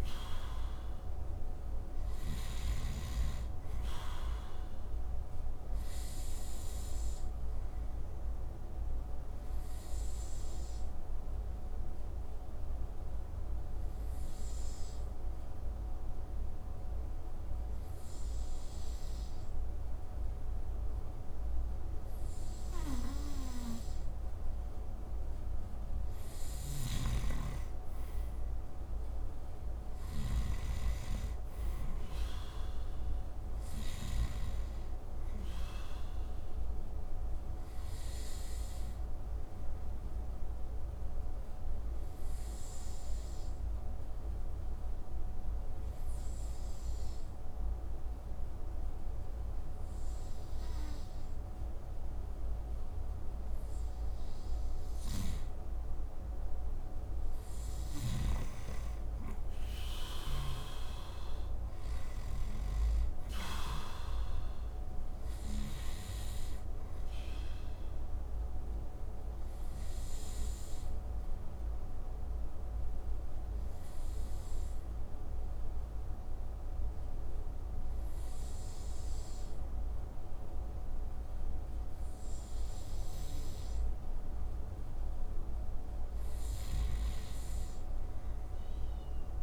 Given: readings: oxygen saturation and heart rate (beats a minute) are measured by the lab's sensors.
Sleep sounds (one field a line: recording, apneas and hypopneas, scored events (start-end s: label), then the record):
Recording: breathing in sleep by a room microphone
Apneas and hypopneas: 3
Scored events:
0.00-2.00 s: arousal
0.00-2.00 s: snoring (device-marked)
8.50-23.50 s: oxygen desaturation (device-marked, oxygen 94% before, 89% lowest)
10.50-24.50 s: obstructive apnea (oxygen 94% before, 88% lowest)
26.00-33.50 s: snoring (device-marked)
27.00-30.00 s: arousal
36.50-53.50 s: oxygen desaturation (device-marked, oxygen 94% before, 90% lowest)
38.00-53.50 s: obstructive apnea (oxygen 95% before, 88% lowest)
56.00-58.50 s: arousal
59.50-65.00 s: snoring (device-marked)
67.50-81.50 s: oxygen desaturation (device-marked, oxygen 94% before, 88% lowest)
69.00-84.00 s: obstructive apnea (oxygen 95% before, 88% lowest)
86.00-89.42 s: snoring (device-marked)
86.50-89.42 s: arousal
From the record:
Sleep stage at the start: N2 (light sleep)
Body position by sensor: on the right side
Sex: male